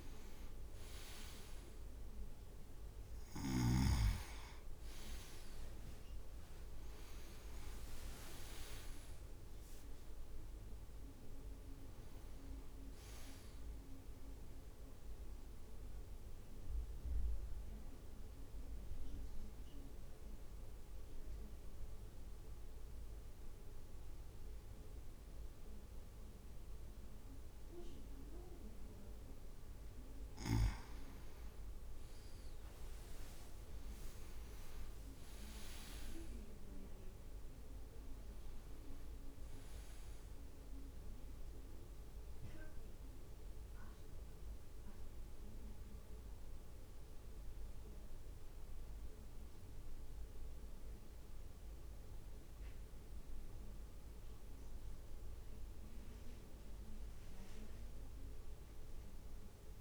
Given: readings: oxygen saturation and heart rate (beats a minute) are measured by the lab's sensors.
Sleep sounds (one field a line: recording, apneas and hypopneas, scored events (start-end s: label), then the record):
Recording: breathing in sleep by a room microphone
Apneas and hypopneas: 1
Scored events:
0.00-3.00 s: arousal
4.50-10.50 s: leg movement (device-marked)
5.00-19.00 s: drop in pulse transit time (device-marked, heart rate 54 before, 52 extreme)
16.00-29.50 s: mixed apnea (oxygen 99% before, 97% lowest, heart rate 58 before, 53 extreme, up 9 after)
32.00-36.00 s: arousal
32.50-36.00 s: leg movement (device-marked)
35.00-46.00 s: drop in pulse transit time (device-marked, heart rate 54 before, 54 extreme)
56.50-59.81 s: arousal
From the record:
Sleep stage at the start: N2 (light sleep)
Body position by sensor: on the right side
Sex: male